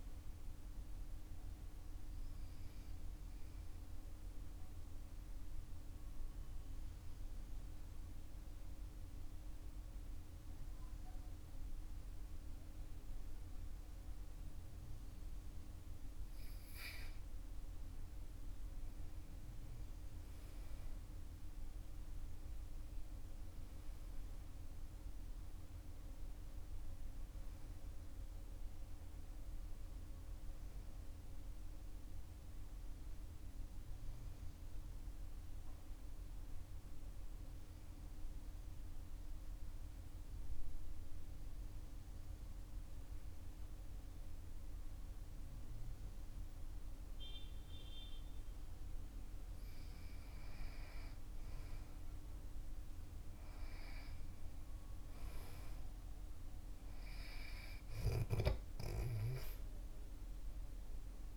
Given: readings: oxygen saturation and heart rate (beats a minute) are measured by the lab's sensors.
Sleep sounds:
breathing in sleep, hard to hear, by a room microphone; 2
1.00-18.00 s: obstructive apnea (oxygen 98% before, 93% lowest, heart rate 53 before, 46 extreme, up 16 after)
13.00-21.00 s: oxygen desaturation (device-marked, oxygen 97% before, 93% lowest, heart rate 50 before, 46 extreme)
21.00-25.50 s: arousal
35.50-50.00 s: mixed apnea (oxygen 97% before, 93% lowest, heart rate 56 before, 46 extreme, up 11 after)
51.00-58.00 s: oxygen desaturation (device-marked, oxygen 96% before, 93% lowest, heart rate 49 before, 47 extreme)
51.50-55.00 s: arousal
From the record:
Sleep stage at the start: N2 (light sleep); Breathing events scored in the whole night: 239 in 3.1 hours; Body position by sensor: on the back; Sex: male

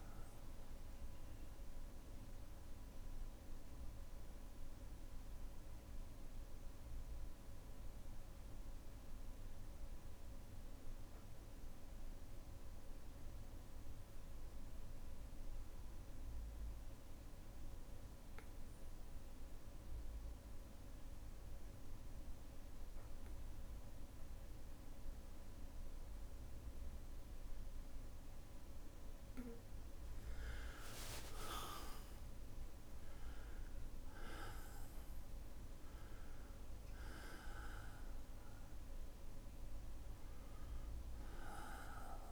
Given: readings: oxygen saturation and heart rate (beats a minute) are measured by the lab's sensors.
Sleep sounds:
breathing in sleep by a room microphone; 1
0.00-28.00 s: bradycardia (device-marked, heart rate 55 extreme)
4.50-29.00 s: obstructive apnea (oxygen 99% before, 92% lowest, heart rate 60 before, 55 extreme, up 7 after)
28.00-42.32 s: oxygen desaturation (device-marked, oxygen 98% before, 92% lowest, heart rate 56 before, 54 extreme)
30.50-34.50 s: arousal
41.00-42.32 s: bradycardia (device-marked, heart rate 62 before, 54 extreme)
From the record:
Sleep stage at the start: N2 (light sleep); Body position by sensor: on the back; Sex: male

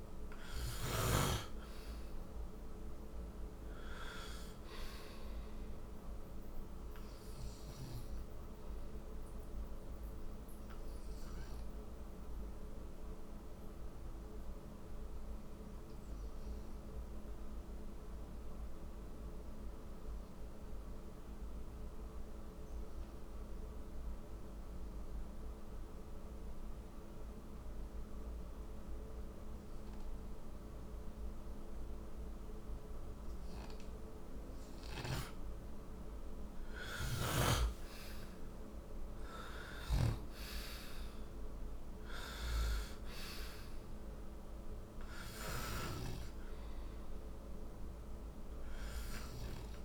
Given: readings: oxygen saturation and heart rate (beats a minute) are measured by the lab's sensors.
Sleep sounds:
breathing in sleep by a room microphone; 1
0.00-24.50 s: oxygen desaturation (device-marked, oxygen 90% lowest, heart rate 54 extreme)
10.00-34.50 s: obstructive apnea (oxygen 97% before, 89% lowest, heart rate 62 before, 53 extreme, up 9 after)
34.50-49.85 s: oxygen desaturation (device-marked, oxygen 98% before, 89% lowest, heart rate 59 before, 53 extreme)
36.00-40.00 s: arousal
From the record:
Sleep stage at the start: N2 (light sleep); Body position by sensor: on the right side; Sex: male

